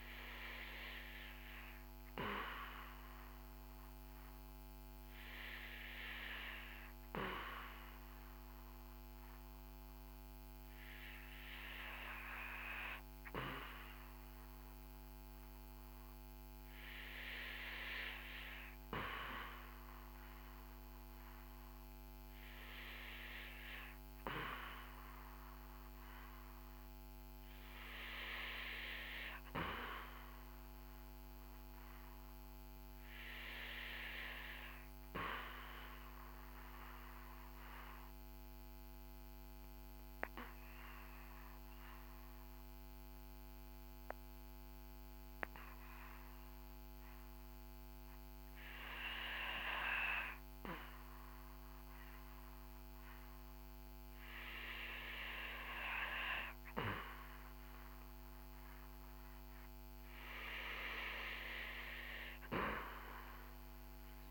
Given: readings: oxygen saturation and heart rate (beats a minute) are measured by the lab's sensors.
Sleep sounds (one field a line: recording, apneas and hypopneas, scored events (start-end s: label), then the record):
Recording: breathing in sleep by a microphone on the trachea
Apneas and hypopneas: 1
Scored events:
0.00-28.00 s: oxygen desaturation (device-marked, oxygen 88% before, 81% lowest, heart rate 56 before, 58 extreme)
36.50-60.00 s: obstructive apnea (oxygen 85% before, 75% lowest, heart rate 61 before, 57 extreme, up 6 after)
59.00-64.31 s: oxygen desaturation (device-marked, oxygen 85% before, 75% lowest, heart rate 60 before, 56 extreme)
From the record:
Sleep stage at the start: REM sleep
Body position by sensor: on the back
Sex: male